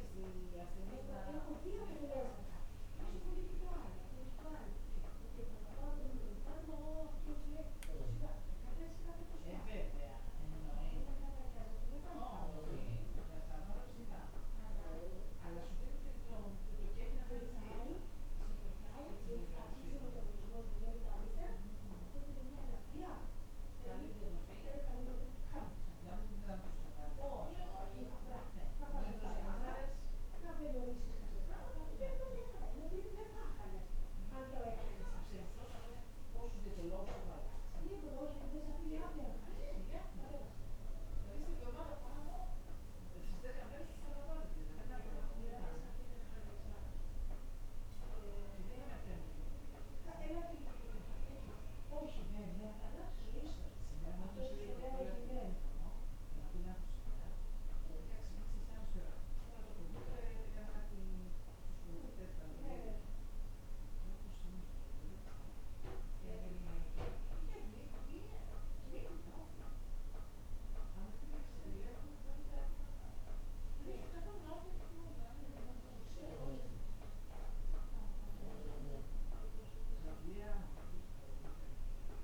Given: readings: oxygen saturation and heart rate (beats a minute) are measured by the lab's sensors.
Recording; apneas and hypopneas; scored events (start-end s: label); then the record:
a person awake in a sleep study, by a room microphone; none
none scored
From the record:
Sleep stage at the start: awake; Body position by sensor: on the back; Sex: female